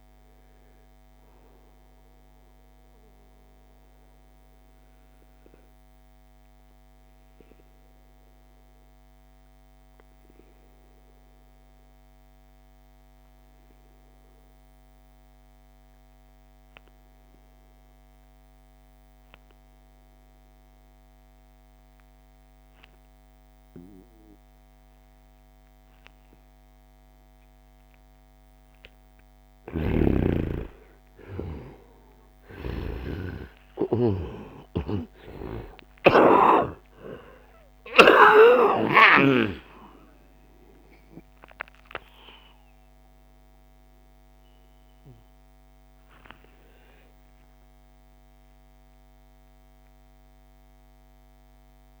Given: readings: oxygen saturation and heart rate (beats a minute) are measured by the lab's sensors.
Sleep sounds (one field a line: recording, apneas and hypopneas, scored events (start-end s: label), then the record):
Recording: a person partly awake in a sleep study, by a microphone on the trachea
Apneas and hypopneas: 1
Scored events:
1.50-27.50 s: obstructive apnea (oxygen 95% before, 88% lowest, heart rate 80 before, 65 extreme, up 7 after)
24.50-52.00 s: oxygen desaturation (device-marked, oxygen 98% before, 89% lowest, heart rate 69 before, 67 extreme)
28.50-38.50 s: snoring (device-marked)
34.50-52.00 s: new sleep stage, awake
From the record:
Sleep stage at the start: N2 (light sleep)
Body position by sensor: on the right side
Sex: male